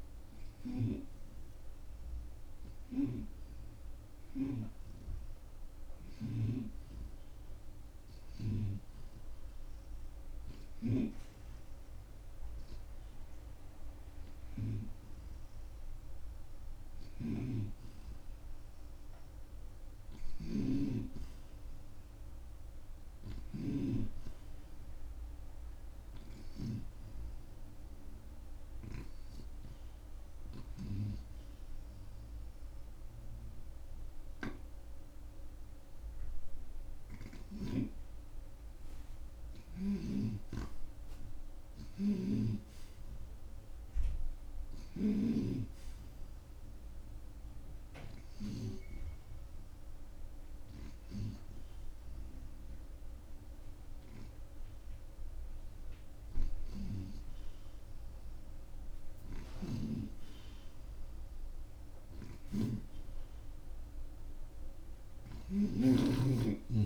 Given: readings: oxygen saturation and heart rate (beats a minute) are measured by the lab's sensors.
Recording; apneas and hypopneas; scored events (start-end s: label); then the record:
breathing in sleep by a room microphone; 1
2.00-7.00 s: arousal
17.50-24.00 s: snoring (device-marked)
19.00-66.86 s: new sleep stage, N2 (light sleep)
38.00-42.00 s: arousal
45.00-49.00 s: snoring (device-marked)
47.00-63.00 s: oxygen desaturation (device-marked, oxygen 91% before, 86% lowest)
47.50-57.50 s: hypopnea (oxygen 91% before, 86% lowest)
59.50-66.00 s: snoring (device-marked)
64.00-66.86 s: arousal
From the record:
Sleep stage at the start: N1 (lightest sleep); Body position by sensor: on the back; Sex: male